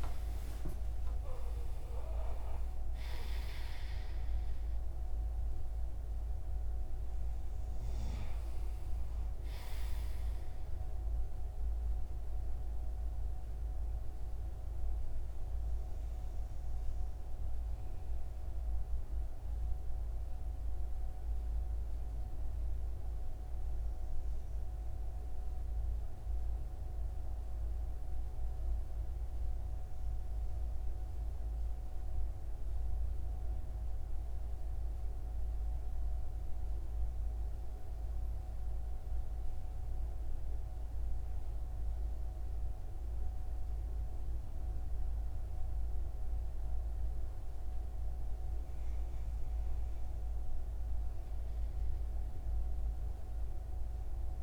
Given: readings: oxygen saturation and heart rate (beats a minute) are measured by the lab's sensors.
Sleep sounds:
breathing in sleep, hard to hear, by a room microphone; 1
0.00-3.00 s: arousal
0.00-14.50 s: oxygen desaturation (device-marked, oxygen 93% lowest)
19.50-48.50 s: obstructive apnea (oxygen 97% before, 92% lowest)
From the record:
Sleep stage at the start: N2 (light sleep); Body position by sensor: on the right side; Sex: male

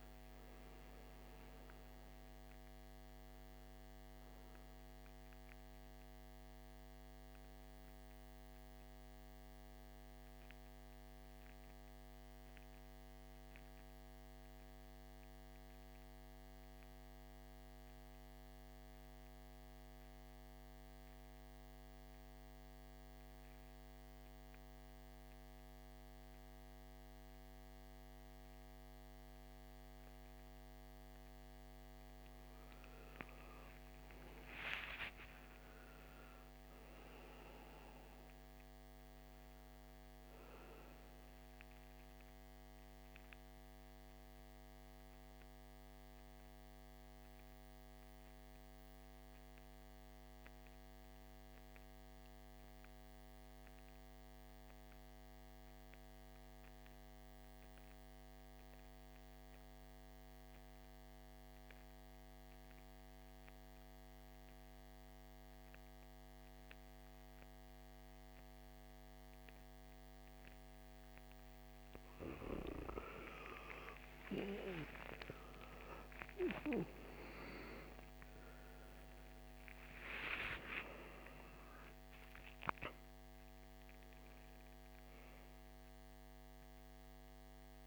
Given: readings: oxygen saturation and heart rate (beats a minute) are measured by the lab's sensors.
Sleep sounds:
breathing in sleep by a microphone on the trachea; 2
0.00-17.50 s: oxygen desaturation (device-marked, oxygen 84% lowest, heart rate 55 extreme)
11.50-30.50 s: central apnea (oxygen 97% before, 82% lowest, heart rate 69 before, 55 extreme, up 14 after)
34.00-37.50 s: arousal
36.50-53.50 s: oxygen desaturation (device-marked, oxygen 98% before, 88% lowest, heart rate 59 before, 56 extreme)
42.50-70.50 s: mixed apnea (oxygen 99% before, 82% lowest, heart rate 63 before, 56 extreme, up 11 after)
67.50-87.87 s: oxygen desaturation (device-marked, oxygen 98% before, 82% lowest, heart rate 59 before, 53 extreme)
75.00-81.50 s: arousal
From the record:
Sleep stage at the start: N2 (light sleep); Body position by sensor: on the back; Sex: male

